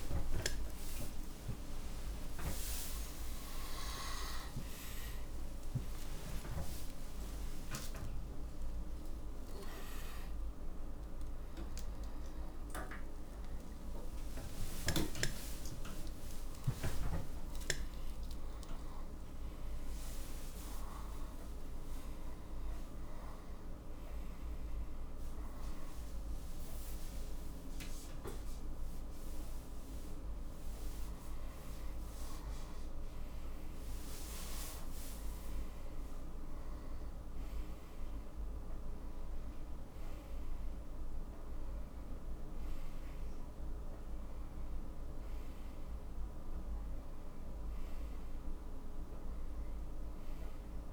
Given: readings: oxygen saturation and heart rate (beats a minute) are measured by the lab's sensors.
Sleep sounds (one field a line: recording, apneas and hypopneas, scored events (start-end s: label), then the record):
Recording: a person awake in a sleep study, hard to hear, by a room microphone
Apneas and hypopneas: none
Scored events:
11.50-50.93 s: new sleep stage, awake
From the record:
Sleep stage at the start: N1 (lightest sleep)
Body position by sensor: on the back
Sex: male